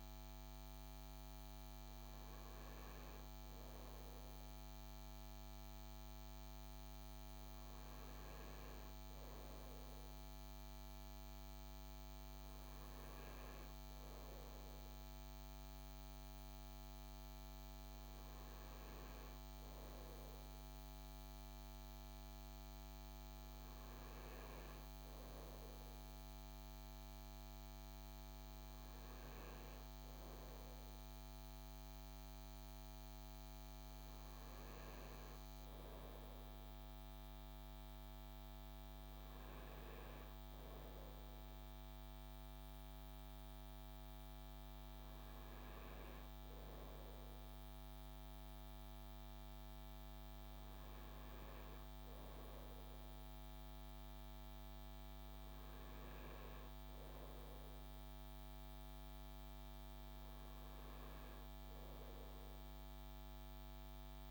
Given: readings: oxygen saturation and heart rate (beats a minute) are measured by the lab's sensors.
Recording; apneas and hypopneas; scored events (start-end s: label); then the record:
breathing in sleep, hard to hear, by a microphone on the trachea; none
none scored
From the record:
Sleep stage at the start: N2 (light sleep); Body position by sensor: on the front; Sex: male